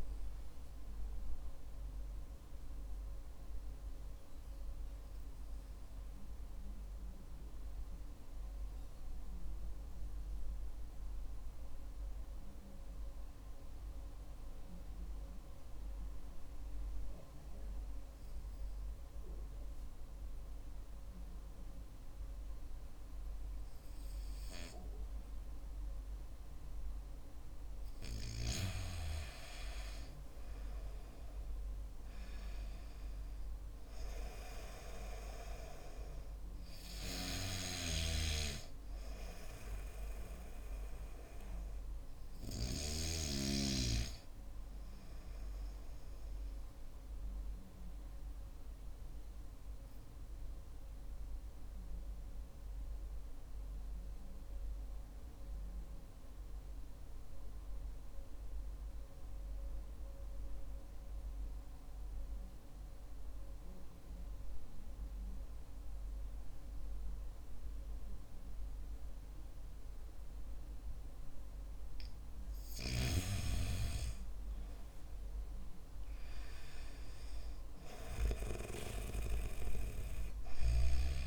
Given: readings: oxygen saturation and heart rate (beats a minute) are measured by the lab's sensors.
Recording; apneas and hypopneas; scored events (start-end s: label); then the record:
breathing in sleep by a room microphone; 2
4.00-26.50 s: mixed apnea (oxygen 97% before, 93% lowest, heart rate 54 before, 49 extreme, up 7 after)
32.00-36.00 s: arousal
37.50-43.00 s: snoring (device-marked)
47.50-73.00 s: obstructive apnea (oxygen 97% before, 93% lowest, heart rate 57 before, 48 extreme, up 14 after)
75.00-79.00 s: arousal
From the record:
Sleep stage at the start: N2 (light sleep); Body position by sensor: on the back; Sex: male